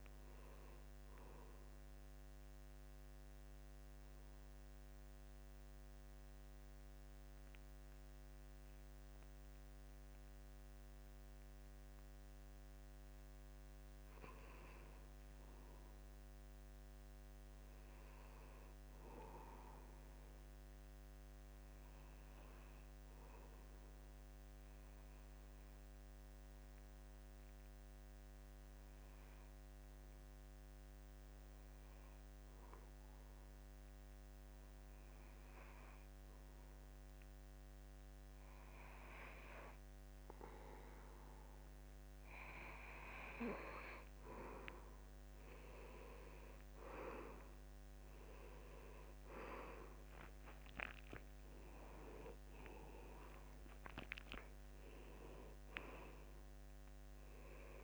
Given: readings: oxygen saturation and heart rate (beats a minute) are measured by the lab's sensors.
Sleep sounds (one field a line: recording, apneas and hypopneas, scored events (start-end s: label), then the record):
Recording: breathing in sleep by a microphone on the trachea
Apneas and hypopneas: 2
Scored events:
4.50-14.50 s: central apnea (oxygen 93% before, 86% lowest, heart rate 76 before, 61 extreme)
17.00-19.50 s: arousal
19.50-32.50 s: oxygen desaturation (device-marked, oxygen 93% before, 90% lowest, heart rate 70 before, 70 extreme)
22.00-39.00 s: obstructive apnea (oxygen 93% before, 86% lowest, heart rate 69 before, 74 extreme, up 4 after)
43.00-46.50 s: arousal
43.50-57.84 s: oxygen desaturation (device-marked, oxygen 92% before, 86% lowest, heart rate 74 before, 71 extreme)
From the record:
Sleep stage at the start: N2 (light sleep)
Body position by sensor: on the back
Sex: male